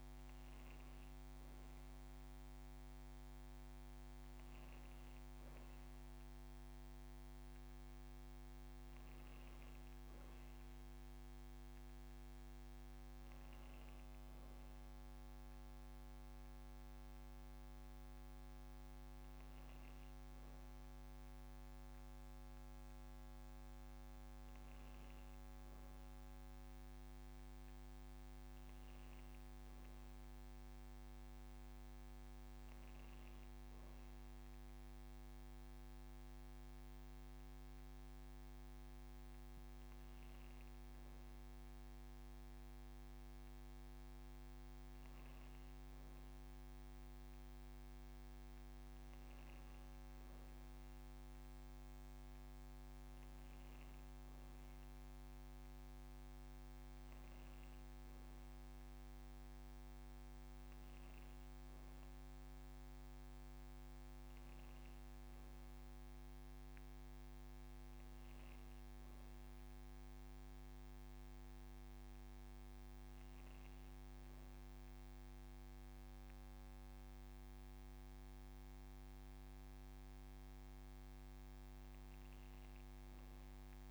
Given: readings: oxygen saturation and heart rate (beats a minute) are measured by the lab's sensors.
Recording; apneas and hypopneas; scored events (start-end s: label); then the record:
breathing in sleep, hard to hear, by a microphone on the trachea; none
0.00-1.00 s: long interval between heartbeats (device-marked)
1.50-3.50 s: long interval between heartbeats (device-marked, heart rate 62 before, 50 extreme)
3.50-5.50 s: long interval between heartbeats (device-marked, heart rate 68 before, 74 extreme)
6.00-8.00 s: long interval between heartbeats (device-marked, heart rate 75 before, 170 extreme)
8.50-10.50 s: long interval between heartbeats (device-marked, heart rate 74 before, 172 extreme)
11.50-13.50 s: long interval between heartbeats (device-marked, heart rate 81 before, 179 extreme)
15.00-17.00 s: long interval between heartbeats (device-marked, heart rate 112 before, 198 extreme)
45.00-47.00 s: long interval between heartbeats (device-marked, heart rate 172 before, 85 extreme)
51.00-53.00 s: long interval between heartbeats (device-marked, heart rate 130 before, 79 extreme)
55.00-57.00 s: long interval between heartbeats (device-marked, heart rate 110 before, 130 extreme)
58.00-60.00 s: long interval between heartbeats (device-marked, heart rate 100 before, 127 extreme)
From the record:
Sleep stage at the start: N1 (lightest sleep); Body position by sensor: on the back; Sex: female